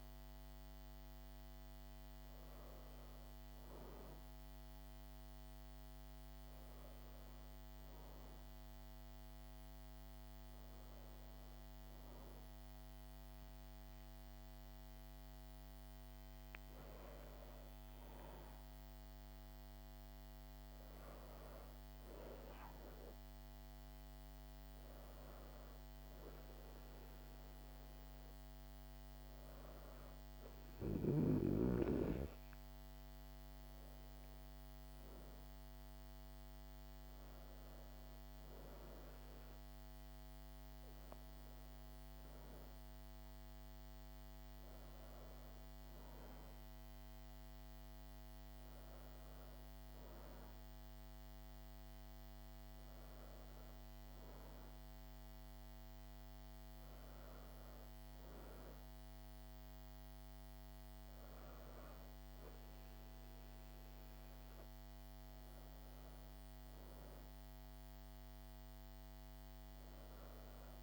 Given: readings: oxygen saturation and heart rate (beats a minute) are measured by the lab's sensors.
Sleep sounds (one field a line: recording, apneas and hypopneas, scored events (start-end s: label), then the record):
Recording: breathing in sleep, hard to hear, by a microphone on the trachea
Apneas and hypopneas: none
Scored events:
10.50-70.83 s: new sleep stage, N2 (light sleep)
From the record:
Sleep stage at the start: N1 (lightest sleep)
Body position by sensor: on the back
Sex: female